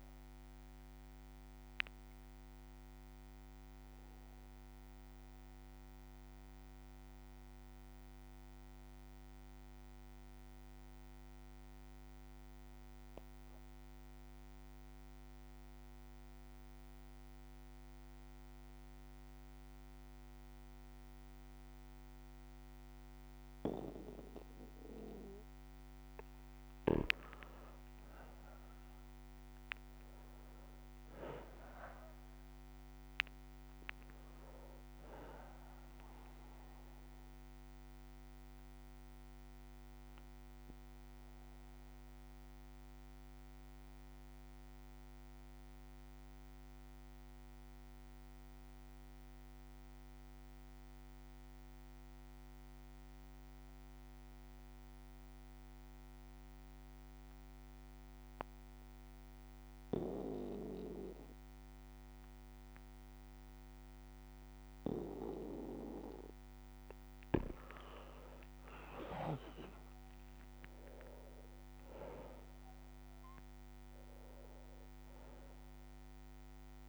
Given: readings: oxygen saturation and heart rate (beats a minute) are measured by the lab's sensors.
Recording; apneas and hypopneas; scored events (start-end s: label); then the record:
breathing in sleep by a microphone on the trachea; 2
0.00-11.50 s: oxygen desaturation (device-marked, oxygen 92% lowest, heart rate 34 extreme)
0.50-22.50 s: bradycardia (device-marked, heart rate 61 before, 56 extreme)
0.50-24.00 s: obstructive apnea (oxygen 99% before, 92% lowest, heart rate 54 before, 56 extreme, up 5 after)
26.50-31.50 s: arousal
27.50-52.50 s: oxygen desaturation (device-marked, oxygen 99% before, 94% lowest, heart rate 58 before, 45 extreme)
38.50-62.00 s: obstructive apnea (oxygen 99% before, 92% lowest, heart rate 60 before, 45 extreme, up 4 after)
39.50-61.50 s: bradycardia (device-marked, heart rate 61 before, 57 extreme)
62.50-76.89 s: oxygen desaturation (device-marked, oxygen 99% before, 92% lowest, heart rate 58 before, 45 extreme)
67.50-71.00 s: arousal
68.50-75.50 s: bradycardia (device-marked, heart rate 60 before, 45 extreme)
69.50-71.50 s: long interval between heartbeats (device-marked, heart rate 58 before, 61 extreme)
From the record:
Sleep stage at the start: N2 (light sleep); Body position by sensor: on the back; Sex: male